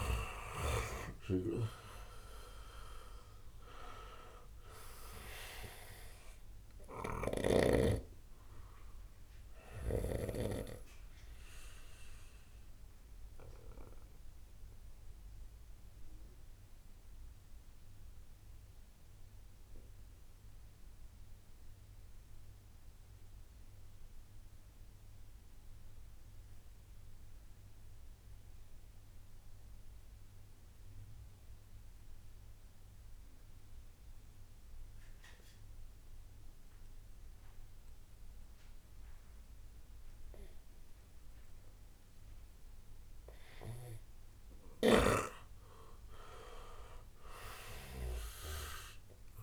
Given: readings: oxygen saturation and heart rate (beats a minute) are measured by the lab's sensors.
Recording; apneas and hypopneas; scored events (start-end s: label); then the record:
breathing in sleep by a room microphone; 1
0.00-18.50 s: oxygen desaturation (device-marked, oxygen 91% lowest, heart rate 56 extreme)
0.50-10.00 s: snoring (device-marked)
2.00-5.50 s: arousal
7.50-9.50 s: tachycardia (device-marked, heart rate 70 before, 96 extreme)
12.00-42.00 s: obstructive apnea (oxygen 97% before, 91% lowest, heart rate 68 before, 56 extreme, up 6 after)
44.50-49.43 s: snoring (device-marked)
45.50-49.00 s: arousal
45.50-49.43 s: oxygen desaturation (device-marked, oxygen 98% before, 93% lowest, heart rate 72 before, 62 extreme)
From the record:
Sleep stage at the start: N2 (light sleep); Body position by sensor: on the right side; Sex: male